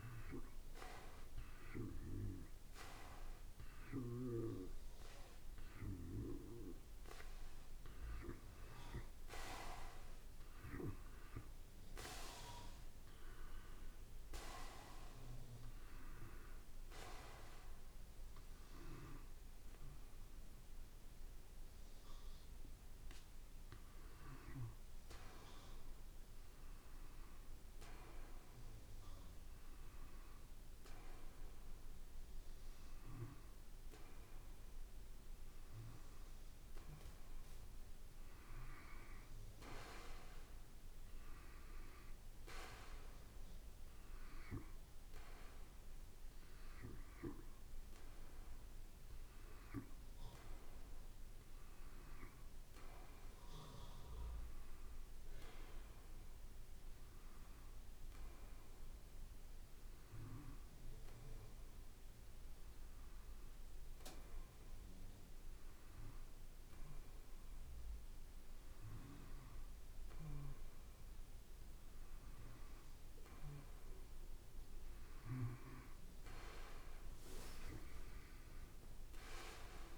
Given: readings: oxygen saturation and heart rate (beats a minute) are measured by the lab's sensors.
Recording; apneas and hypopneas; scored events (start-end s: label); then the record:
breathing in sleep by a room microphone; 2
0.00-2.00 s: arousal
2.50-15.50 s: oxygen desaturation (device-marked, oxygen 94% before, 89% lowest, heart rate 56 before, 53 extreme)
23.50-36.00 s: hypopnea (oxygen 95% before, 93% lowest, heart rate 56 before, 52 extreme, up 2 after)
39.50-45.00 s: arousal
58.00-72.00 s: hypopnea (oxygen 95% before, 91% lowest, heart rate 54 before, 52 extreme, up 3 after)
74.00-78.00 s: arousal
From the record:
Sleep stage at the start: N2 (light sleep); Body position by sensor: on the back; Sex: male